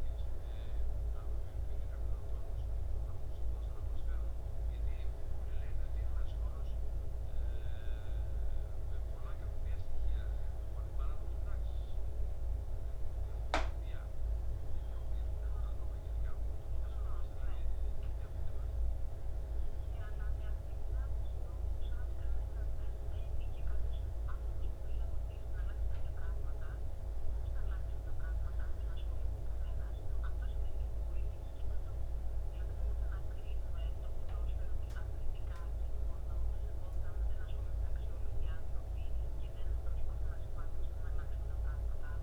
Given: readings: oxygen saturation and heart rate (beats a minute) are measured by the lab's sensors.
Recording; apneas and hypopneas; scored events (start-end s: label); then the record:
breathing in sleep, hard to hear, by a room microphone; none
none scored
From the record:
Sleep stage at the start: N2 (light sleep); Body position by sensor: on the back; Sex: male